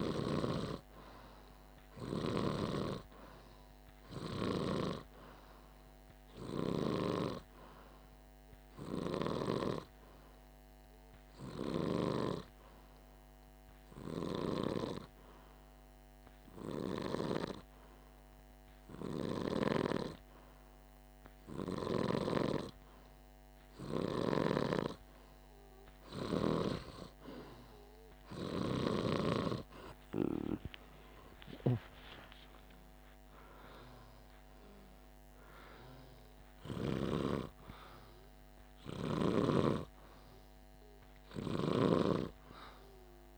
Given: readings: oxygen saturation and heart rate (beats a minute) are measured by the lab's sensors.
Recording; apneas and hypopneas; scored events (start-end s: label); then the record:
breathing in sleep by a microphone on the trachea; 1
8.50-24.50 s: hypopnea (oxygen 98% before, 91% lowest, heart rate 50 before, 48 extreme, up 2 after)
27.50-31.50 s: arousal
From the record:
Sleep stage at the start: N2 (light sleep); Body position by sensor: on the back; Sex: male